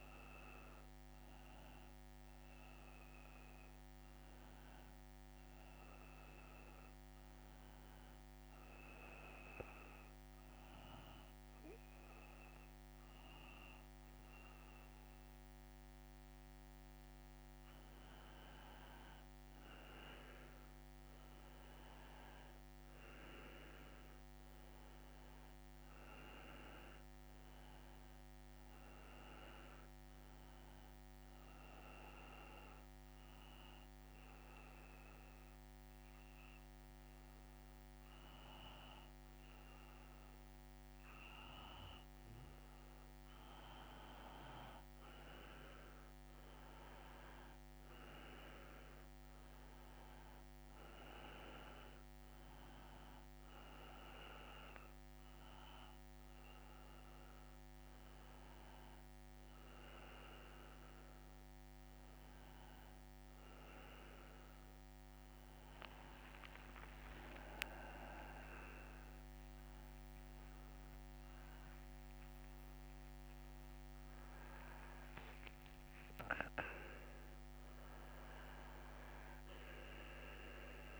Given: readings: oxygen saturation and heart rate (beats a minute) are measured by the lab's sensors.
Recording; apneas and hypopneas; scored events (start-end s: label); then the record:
breathing in sleep by a microphone on the trachea; 2
0.00-7.00 s: oxygen desaturation (device-marked, oxygen 92% lowest, heart rate 77 extreme)
9.00-19.00 s: obstructive apnea (oxygen 97% before, 90% lowest, heart rate 82 before, 77 extreme, up 3 after)
21.00-24.50 s: arousal
26.00-41.00 s: oxygen desaturation (device-marked, oxygen 95% before, 90% lowest, heart rate 79 before, 78 extreme)
33.50-44.50 s: obstructive apnea (oxygen 96% before, 91% lowest, heart rate 79 before, 78 extreme, up 0 after)
50.00-65.00 s: oxygen desaturation (device-marked, oxygen 96% before, 92% lowest, heart rate 81 before, 78 extreme)
64.00-81.00 s: new sleep stage, awake
From the record:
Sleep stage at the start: N2 (light sleep); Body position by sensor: on the back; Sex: male